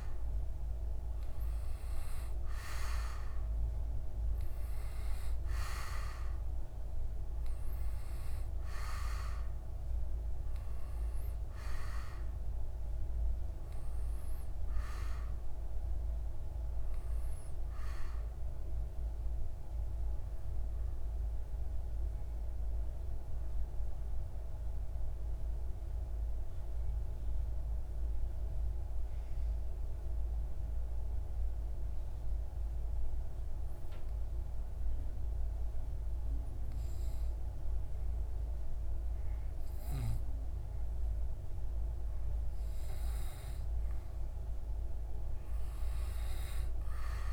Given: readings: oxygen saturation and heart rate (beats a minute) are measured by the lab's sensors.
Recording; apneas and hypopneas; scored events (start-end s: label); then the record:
breathing in sleep by a room microphone; 1
0.00-1.50 s: arousal
0.00-20.00 s: oxygen desaturation (device-marked, oxygen 93% lowest)
18.00-40.00 s: obstructive apnea (oxygen 97% before, 92% lowest)
From the record:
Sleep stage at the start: N2 (light sleep); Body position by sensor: on the back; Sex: male